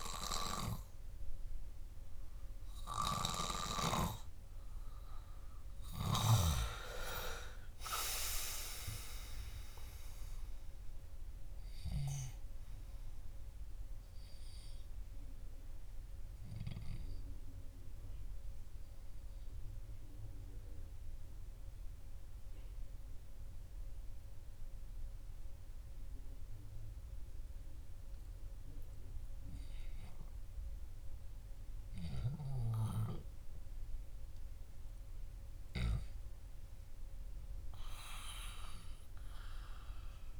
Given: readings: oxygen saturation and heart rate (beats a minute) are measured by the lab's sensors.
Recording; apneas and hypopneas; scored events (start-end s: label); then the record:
breathing in sleep by a room microphone; 1
10.00-14.00 s: arousal
21.00-32.00 s: obstructive apnea (oxygen 97% before, 95% lowest, heart rate 70 before, 71 extreme, up 6 after)
37.00-40.40 s: arousal
From the record:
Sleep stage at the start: N2 (light sleep); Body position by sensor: on the back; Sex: male